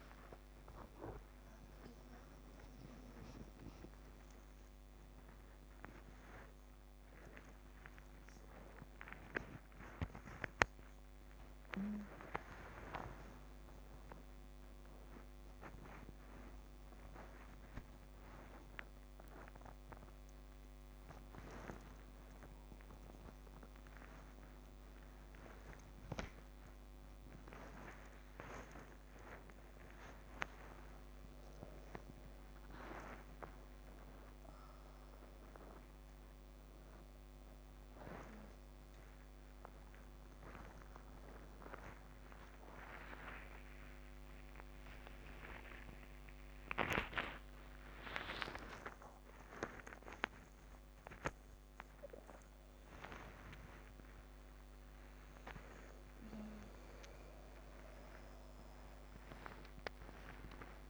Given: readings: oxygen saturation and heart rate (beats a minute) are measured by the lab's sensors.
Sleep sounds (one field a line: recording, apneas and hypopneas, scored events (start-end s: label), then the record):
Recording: a person awake in a sleep study, by a microphone on the trachea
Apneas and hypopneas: none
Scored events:
0.00-3.00 s: oxygen desaturation (device-marked, oxygen 94% lowest, heart rate 98 extreme)
From the record:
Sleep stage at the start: awake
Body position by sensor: upright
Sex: female